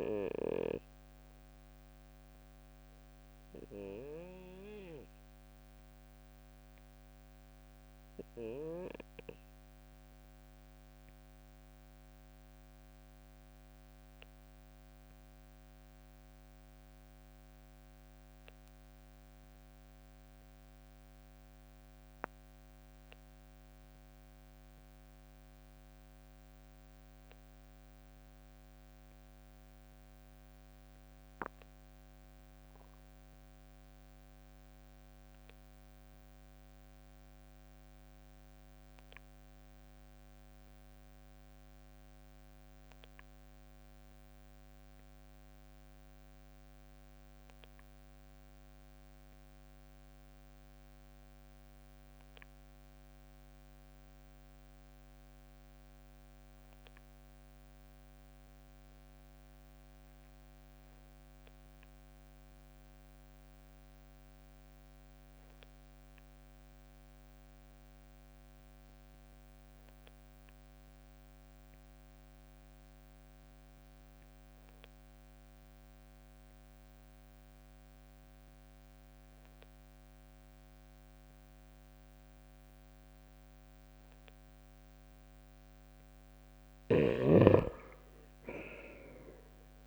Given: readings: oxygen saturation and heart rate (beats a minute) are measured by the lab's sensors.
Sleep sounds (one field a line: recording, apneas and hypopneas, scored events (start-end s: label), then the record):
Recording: breathing in sleep by a microphone on the trachea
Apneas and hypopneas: 1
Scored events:
0.00-19.50 s: oxygen desaturation (device-marked, oxygen 91% lowest, heart rate 65 extreme)
0.50-85.50 s: obstructive apnea (oxygen 99% before, 75% lowest, heart rate 70 before, 65 extreme, up 6 after)
54.50-89.87 s: oxygen desaturation (device-marked, oxygen 96% before, 75% lowest, heart rate 68 before, 65 extreme)
86.00-89.87 s: snoring (device-marked)
88.00-89.87 s: arousal
From the record:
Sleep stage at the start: REM sleep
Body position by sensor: on the right side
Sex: male